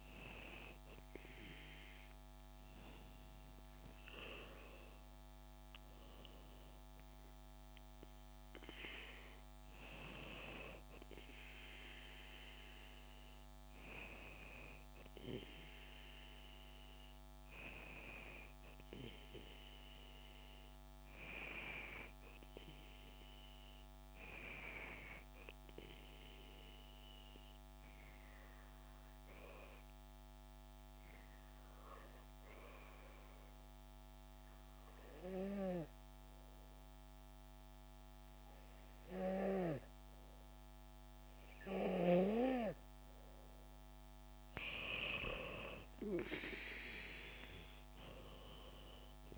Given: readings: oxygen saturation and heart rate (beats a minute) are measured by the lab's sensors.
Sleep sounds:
breathing in sleep by a microphone on the trachea; 1
20.00-42.50 s: obstructive apnea (oxygen 96% before, 89% lowest, heart rate 70 before, 58 extreme, up 13 after)
34.50-36.50 s: bradycardia (device-marked, heart rate 74 before, 70 extreme)
43.50-49.38 s: oxygen desaturation (device-marked, oxygen 95% before, 89% lowest, heart rate 67 before, 61 extreme)
From the record:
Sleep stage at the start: N2 (light sleep); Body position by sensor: on the back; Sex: female

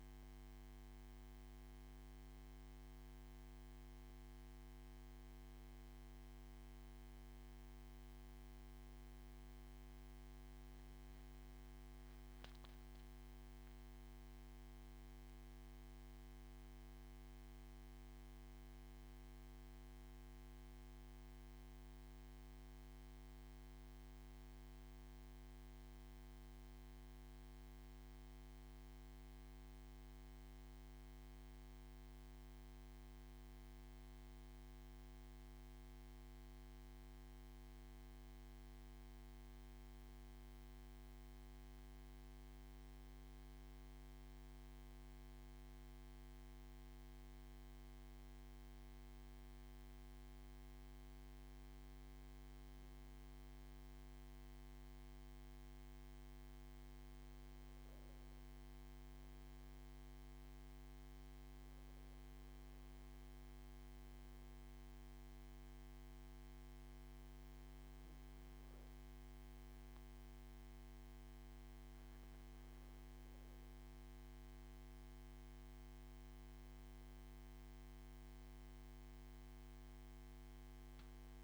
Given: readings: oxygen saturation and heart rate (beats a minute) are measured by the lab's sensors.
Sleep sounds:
breathing in sleep, hard to hear, by a microphone on the trachea; 1
45.00-57.00 s: obstructive apnea (oxygen 97% before, 96% lowest)
59.00-62.50 s: arousal
From the record:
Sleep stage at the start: N2 (light sleep); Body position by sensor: on the back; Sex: male

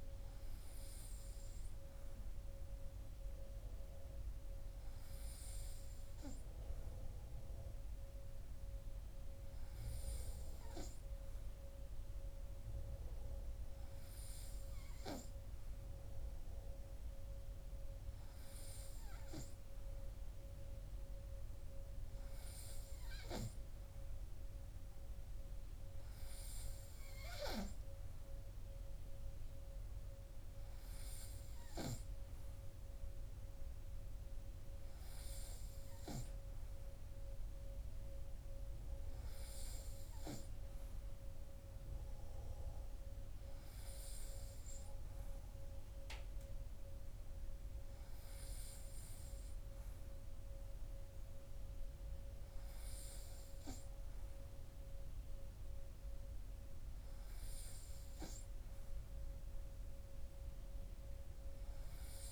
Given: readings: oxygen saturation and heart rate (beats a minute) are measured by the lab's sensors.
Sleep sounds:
breathing in sleep by a room microphone; none
none scored
From the record:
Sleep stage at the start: N3 (deep sleep); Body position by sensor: on the right side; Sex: male

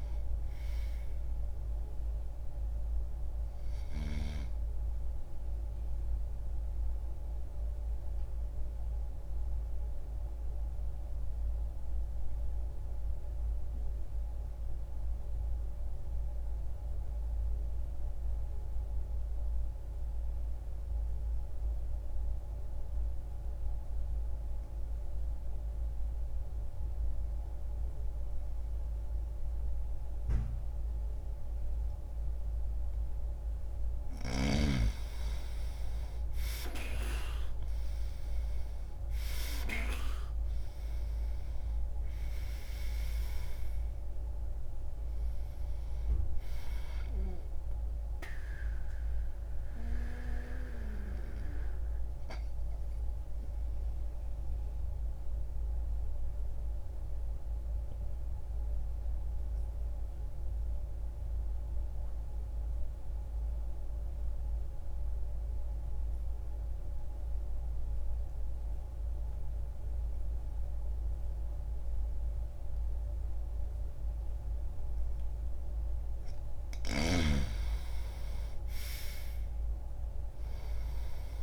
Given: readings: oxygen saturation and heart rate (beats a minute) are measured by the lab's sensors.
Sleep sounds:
breathing in sleep by a room microphone; 2
0.00-19.50 s: oxygen desaturation (device-marked, oxygen 82% lowest)
6.00-32.50 s: obstructive apnea (oxygen 98% before, 82% lowest)
34.50-39.00 s: arousal
36.50-70.50 s: oxygen desaturation (device-marked, oxygen 98% before, 83% lowest)
53.50-74.50 s: obstructive apnea (oxygen 98% before, 83% lowest)
77.50-81.43 s: arousal
77.50-81.43 s: oxygen desaturation (device-marked, oxygen 98% before, 84% lowest)
From the record:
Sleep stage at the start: N2 (light sleep); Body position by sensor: on the back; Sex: male

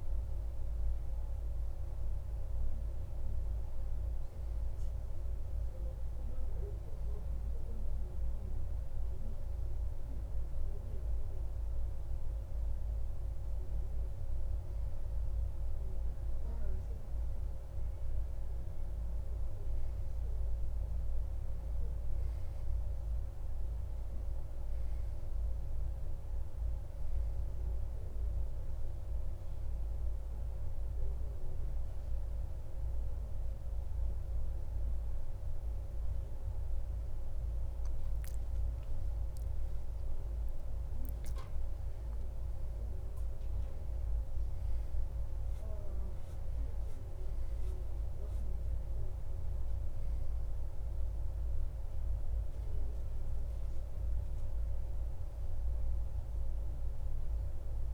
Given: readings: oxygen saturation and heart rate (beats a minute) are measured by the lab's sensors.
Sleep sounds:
a person awake in a sleep study, hard to hear, by a room microphone; none
43.00-57.94 s: new sleep stage, N1 (lightest sleep)
From the record:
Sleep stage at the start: awake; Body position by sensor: on the back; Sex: male

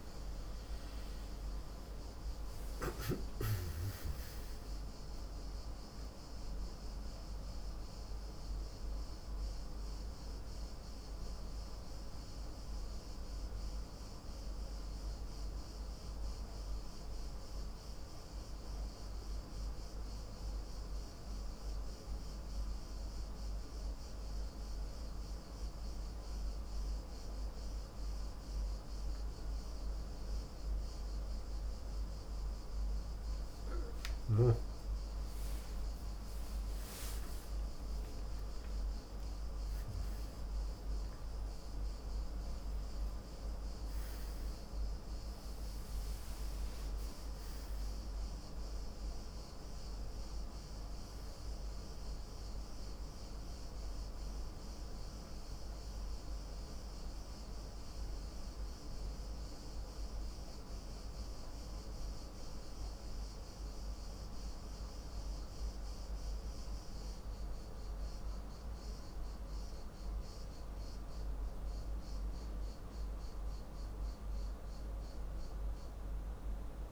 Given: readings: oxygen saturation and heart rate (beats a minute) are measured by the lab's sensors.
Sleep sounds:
breathing in sleep, hard to hear, by a room microphone; 2
3.00-6.00 s: arousal
8.00-31.50 s: hypopnea (oxygen 98% before, 96% lowest, heart rate 58 before, 49 extreme, up 25 after)
35.50-40.00 s: arousal
52.00-76.92 s: new sleep stage, N2 (light sleep)
53.50-71.50 s: hypopnea (oxygen 99% before, 96% lowest, heart rate 63 before, 48 extreme, up 4 after)
73.00-76.92 s: arousal
From the record:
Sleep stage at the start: N1 (lightest sleep); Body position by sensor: on the back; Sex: male

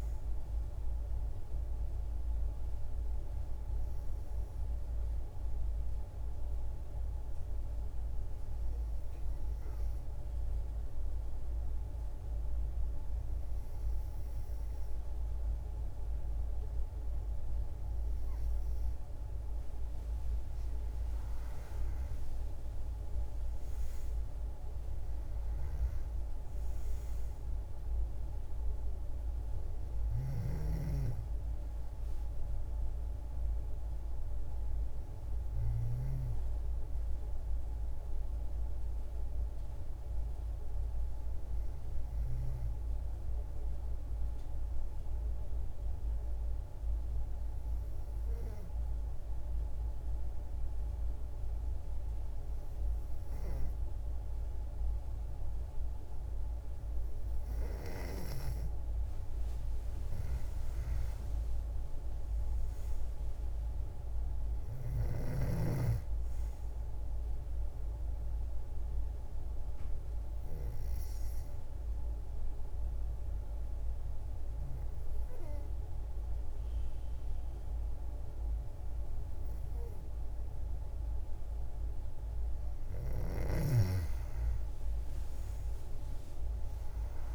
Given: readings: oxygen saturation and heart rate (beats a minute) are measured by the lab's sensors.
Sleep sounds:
breathing in sleep, hard to hear, by a room microphone; 3
4.00-18.00 s: obstructive apnea (oxygen 96% before, 92% lowest, heart rate 61 before, 54 extreme, up 12 after)
21.50-26.00 s: arousal
28.00-48.00 s: oxygen desaturation (device-marked, oxygen 97% before, 92% lowest, heart rate 58 before, 54 extreme)
37.50-56.50 s: hypopnea (oxygen 97% before, 91% lowest, heart rate 60 before, 53 extreme, up 28 after)
59.00-63.50 s: arousal
68.00-81.00 s: obstructive apnea (oxygen 97% before, 91% lowest, heart rate 63 before, 53 extreme, up 9 after)
84.50-87.35 s: arousal
From the record:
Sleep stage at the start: N2 (light sleep); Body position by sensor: on the back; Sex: female

